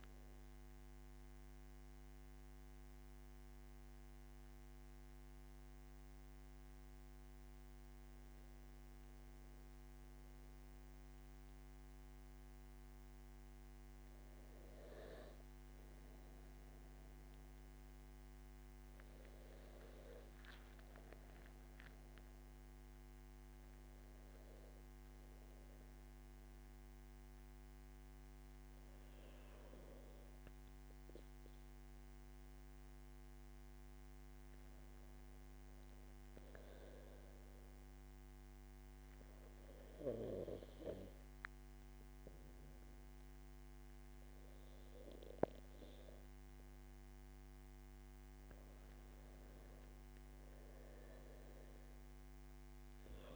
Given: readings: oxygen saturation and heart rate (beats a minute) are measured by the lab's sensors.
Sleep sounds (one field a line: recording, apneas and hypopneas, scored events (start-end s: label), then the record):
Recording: breathing in sleep, hard to hear, by a microphone on the trachea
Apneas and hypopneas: none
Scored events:
46.00-50.50 s: arousal
From the record:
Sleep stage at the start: N2 (light sleep)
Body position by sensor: on the back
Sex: male